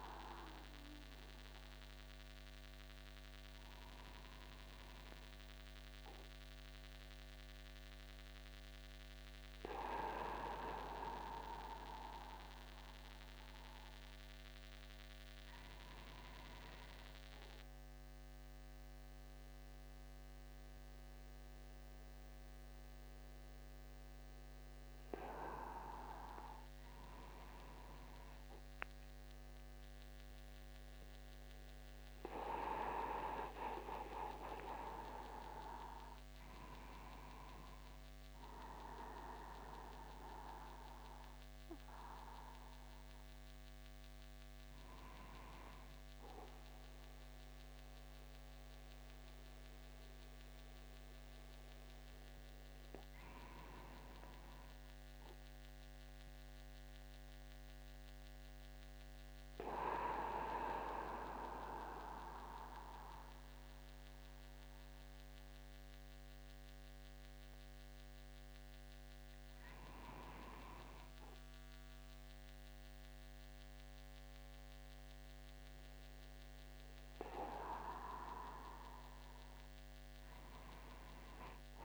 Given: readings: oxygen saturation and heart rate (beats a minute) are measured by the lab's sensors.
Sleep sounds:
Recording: a person awake in a sleep study, by a microphone on the trachea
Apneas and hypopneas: none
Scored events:
1.00-3.00 s: long interval between heartbeats (device-marked, heart rate 57 before, 118 extreme)
5.50-7.50 s: long interval between heartbeats (device-marked, heart rate 77 before, 144 extreme)
8.50-10.50 s: long interval between heartbeats (device-marked, heart rate 91 before, 132 extreme)
15.00-17.00 s: long interval between heartbeats (device-marked, heart rate 116 before, 116 extreme)
26.00-28.00 s: long interval between heartbeats (device-marked, heart rate 110 before, 59 extreme)
29.50-31.50 s: long interval between heartbeats (device-marked, heart rate 94 before, 68 extreme)
From the record:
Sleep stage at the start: awake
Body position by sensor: upright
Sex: male

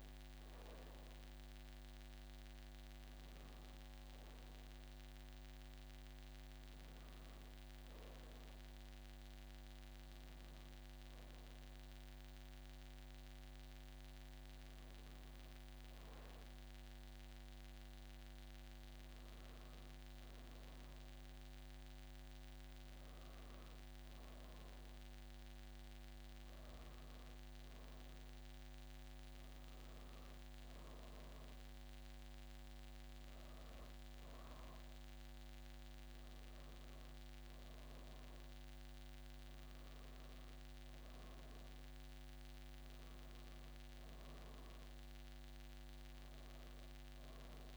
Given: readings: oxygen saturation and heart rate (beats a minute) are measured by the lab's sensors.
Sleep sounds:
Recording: breathing in sleep, hard to hear, by a microphone on the trachea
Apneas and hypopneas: none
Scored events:
none scored
From the record:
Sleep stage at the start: N1 (lightest sleep)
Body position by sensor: on the back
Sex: female

